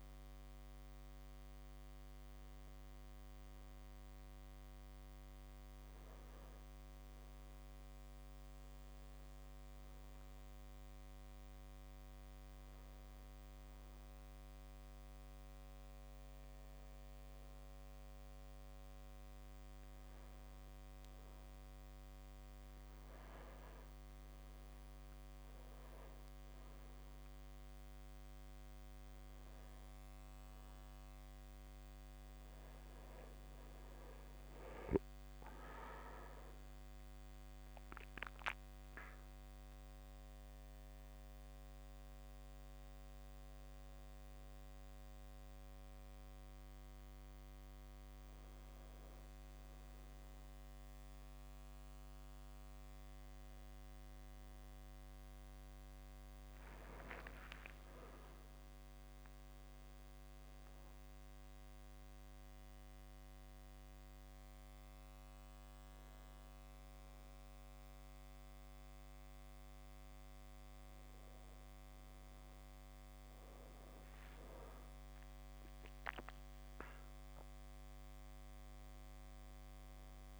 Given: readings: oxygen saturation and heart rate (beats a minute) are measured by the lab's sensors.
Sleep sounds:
a person awake in a sleep study, hard to hear, by a microphone on the trachea; none
none scored
From the record:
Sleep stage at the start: awake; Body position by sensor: on the back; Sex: male

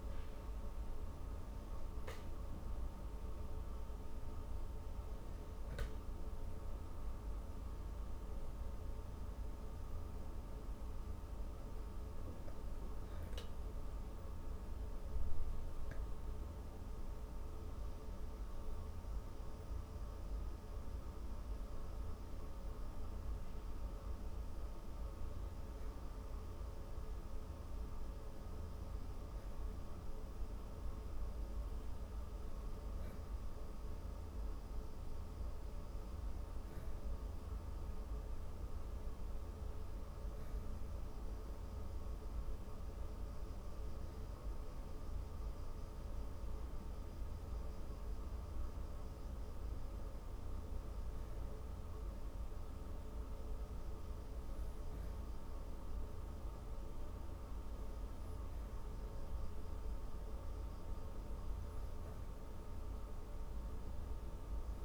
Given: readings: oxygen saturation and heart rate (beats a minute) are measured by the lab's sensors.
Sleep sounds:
breathing in sleep, hard to hear, by a room microphone; none
11.50-16.50 s: arousal
From the record:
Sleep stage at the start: N2 (light sleep); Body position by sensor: on the back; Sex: female

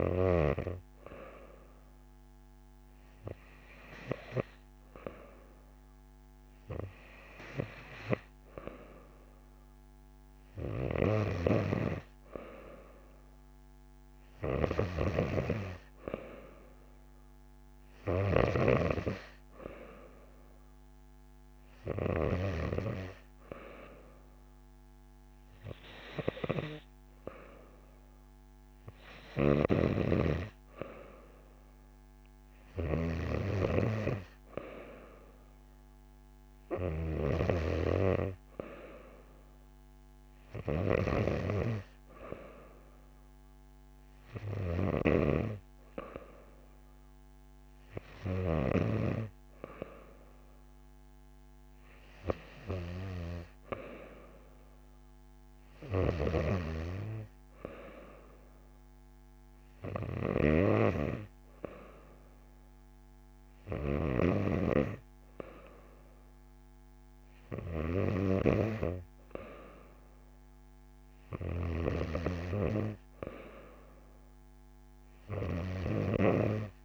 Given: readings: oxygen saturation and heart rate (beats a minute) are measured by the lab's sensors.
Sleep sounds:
breathing in sleep by a microphone on the trachea; none
29.50-37.00 s: snoring (device-marked)
From the record:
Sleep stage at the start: N2 (light sleep); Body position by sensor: on the back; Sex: female

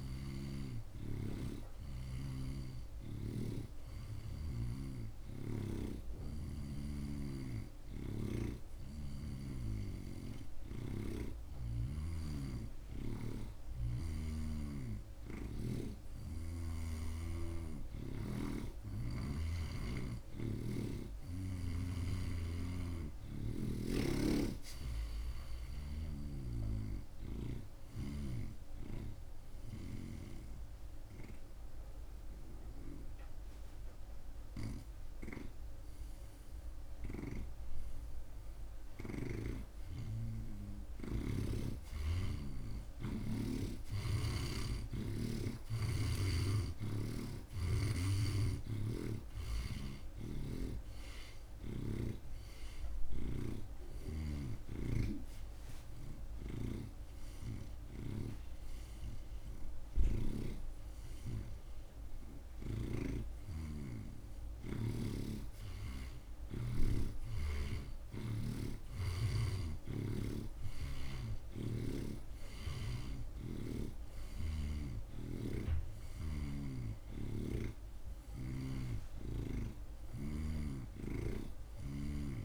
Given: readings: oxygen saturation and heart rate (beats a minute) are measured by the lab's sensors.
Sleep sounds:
breathing in sleep by a room microphone; 1
8.00-11.50 s: snoring (device-marked)
13.50-17.00 s: snoring (device-marked)
25.50-40.50 s: oxygen desaturation (device-marked, oxygen 88% before, 85% lowest)
35.50-39.50 s: snoring (device-marked)
44.50-48.50 s: arousal
49.00-52.50 s: snoring (device-marked)
51.00-61.50 s: hypopnea (oxygen 88% before, 76% lowest)
54.50-58.50 s: snoring (device-marked)
57.50-69.50 s: oxygen desaturation (device-marked, oxygen 89% before, 76% lowest)
62.50-65.50 s: arousal
63.00-66.50 s: snoring (device-marked)
71.50-82.44 s: oxygen desaturation (device-marked, oxygen 90% before, 83% lowest)
73.50-80.00 s: snoring (device-marked)
From the record:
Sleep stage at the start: N2 (light sleep); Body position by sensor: on the right side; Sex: male

